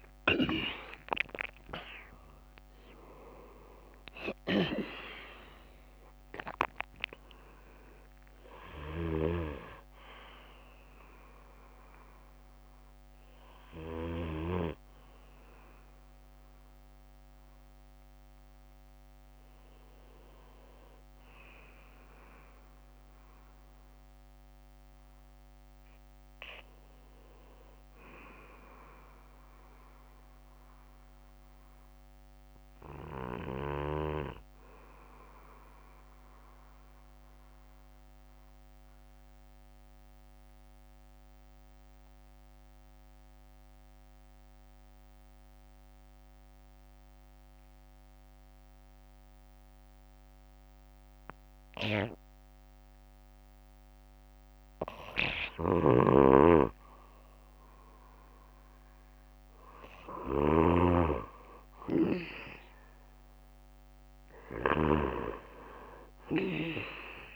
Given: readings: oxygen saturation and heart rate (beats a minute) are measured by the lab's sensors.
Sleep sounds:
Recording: breathing in sleep by a microphone on the trachea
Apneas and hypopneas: 1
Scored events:
0.00-2.50 s: arousal
0.00-4.00 s: oxygen desaturation (device-marked, oxygen 92% lowest, heart rate 62 extreme)
24.00-37.00 s: oxygen desaturation (device-marked, oxygen 95% before, 89% lowest, heart rate 68 before, 59 extreme)
28.00-32.00 s: arousal
34.50-54.00 s: obstructive apnea (oxygen 95% before, 90% lowest, heart rate 65 before, 59 extreme, up 8 after)
46.00-67.36 s: new sleep stage, REM sleep
55.50-60.50 s: snoring (device-marked)
58.00-62.00 s: arousal
61.00-67.36 s: oxygen desaturation (device-marked, oxygen 97% before, 90% lowest, heart rate 65 before, 57 extreme)
From the record:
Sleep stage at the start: N2 (light sleep)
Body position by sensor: on the back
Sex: male

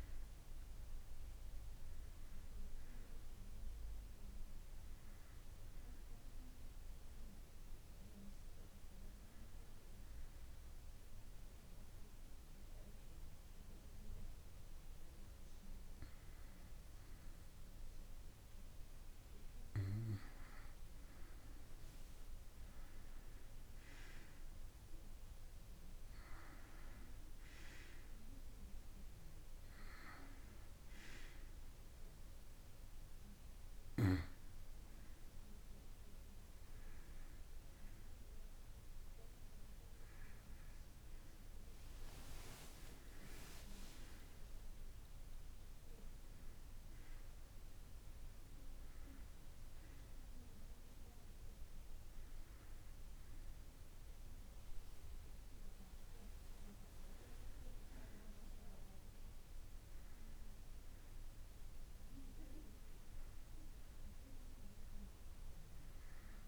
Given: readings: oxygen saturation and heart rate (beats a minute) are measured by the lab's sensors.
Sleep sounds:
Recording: breathing in sleep by a room microphone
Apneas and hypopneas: 1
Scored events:
0.00-20.50 s: oxygen desaturation (device-marked, oxygen 89% lowest, heart rate 51 extreme)
8.50-19.00 s: hypopnea (oxygen 94% before, 88% lowest, heart rate 60 before, 51 extreme, up 1 after)
22.00-26.00 s: arousal
39.50-63.50 s: oxygen desaturation (device-marked, oxygen 94% before, 88% lowest, heart rate 53 before, 51 extreme)
50.50-66.48 s: new sleep stage, N2 (light sleep)
61.50-66.00 s: arousal
From the record:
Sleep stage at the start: N1 (lightest sleep)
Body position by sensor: on the right side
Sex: female

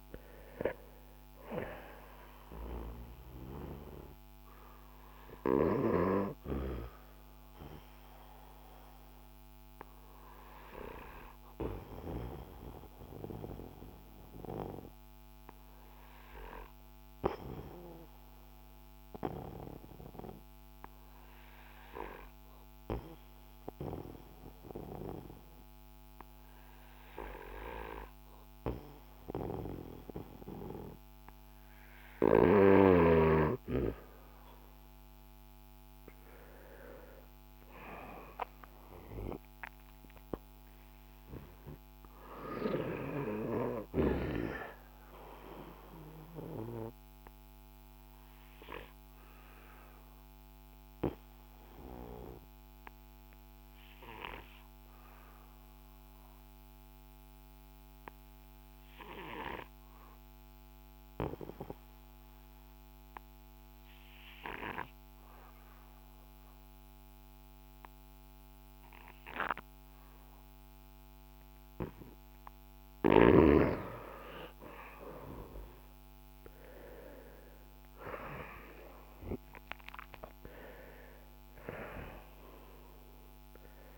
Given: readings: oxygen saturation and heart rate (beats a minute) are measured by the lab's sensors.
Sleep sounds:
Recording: breathing in sleep by a microphone on the trachea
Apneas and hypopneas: 2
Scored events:
0.00-6.00 s: oxygen desaturation (device-marked, oxygen 91% lowest, heart rate 48 extreme)
7.50-31.00 s: obstructive apnea (oxygen 97% before, 90% lowest, heart rate 61 before, 48 extreme, up 11 after)
35.50-39.00 s: arousal
45.50-72.00 s: obstructive apnea (oxygen 97% before, 89% lowest, heart rate 57 before, 44 extreme, up 11 after)
62.00-73.00 s: oxygen desaturation (device-marked, oxygen 94% before, 91% lowest, heart rate 55 before, 54 extreme)
75.50-81.00 s: arousal
From the record:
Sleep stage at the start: N2 (light sleep)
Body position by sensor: on the back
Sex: male

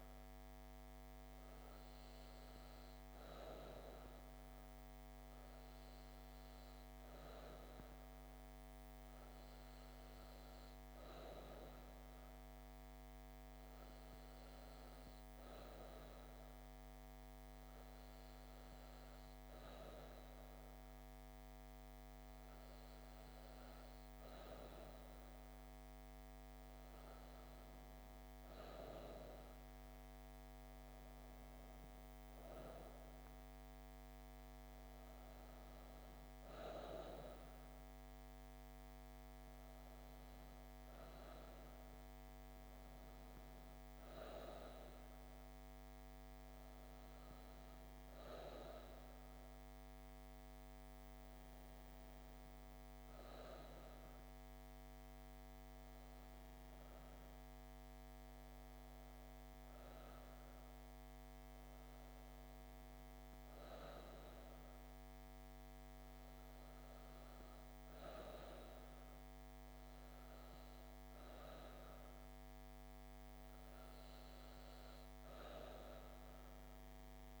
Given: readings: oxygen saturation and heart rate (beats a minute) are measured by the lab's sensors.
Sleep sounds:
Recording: breathing in sleep by a microphone on the trachea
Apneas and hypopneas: none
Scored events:
none scored
From the record:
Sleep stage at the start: N2 (light sleep)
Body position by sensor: on the back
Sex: female

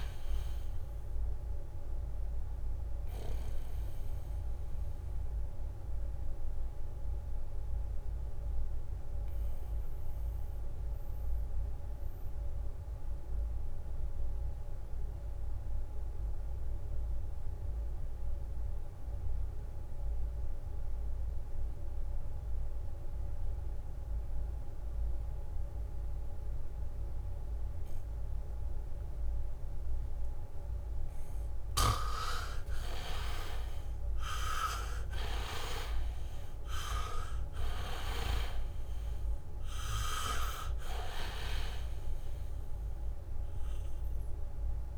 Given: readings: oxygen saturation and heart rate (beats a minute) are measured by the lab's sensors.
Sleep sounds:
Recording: breathing in sleep by a room microphone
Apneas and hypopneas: 1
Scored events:
0.00-24.50 s: oxygen desaturation (device-marked, oxygen 79% lowest, heart rate 67 extreme)
4.00-31.00 s: mixed apnea (oxygen 99% before, 78% lowest, heart rate 69 before, 67 extreme)
29.00-35.50 s: leg movement (device-marked)
29.50-44.98 s: oxygen desaturation (device-marked, oxygen 98% before, 78% lowest, heart rate 71 before, 67 extreme)
33.50-37.50 s: arousal
36.50-38.50 s: leg movement (device-marked)
From the record:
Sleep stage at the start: N2 (light sleep)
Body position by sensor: on the back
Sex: male

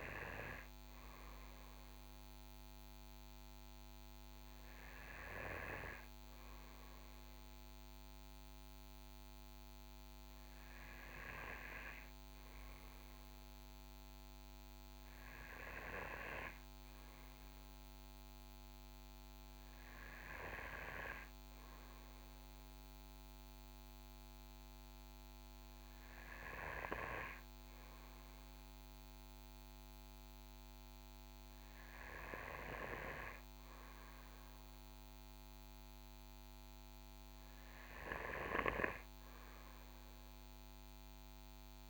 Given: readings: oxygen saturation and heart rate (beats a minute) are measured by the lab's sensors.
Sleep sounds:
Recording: breathing in sleep by a microphone on the trachea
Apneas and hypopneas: none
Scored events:
none scored
From the record:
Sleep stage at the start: N2 (light sleep)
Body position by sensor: on the right side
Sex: male

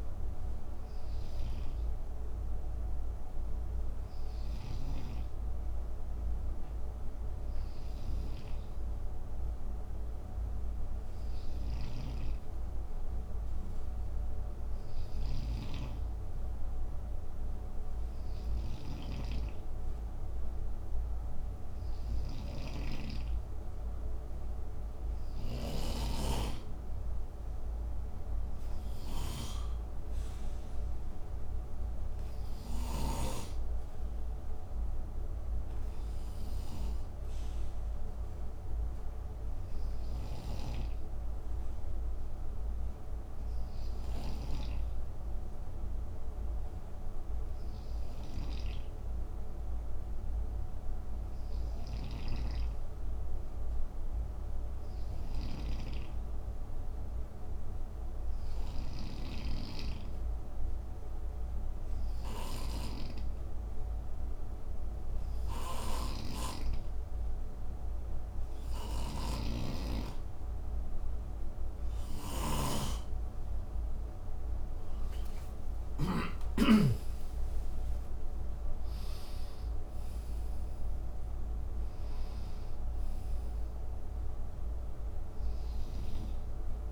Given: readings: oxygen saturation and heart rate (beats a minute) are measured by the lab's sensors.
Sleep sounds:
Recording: breathing in sleep by a room microphone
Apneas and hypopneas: 1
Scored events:
4.00-76.00 s: snoring (device-marked)
47.50-69.00 s: hypopnea (oxygen 94% before, 91% lowest, heart rate 59 before, 52 extreme, up 6 after)
75.00-80.00 s: arousal
From the record:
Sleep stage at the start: N2 (light sleep)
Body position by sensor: on the right side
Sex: male

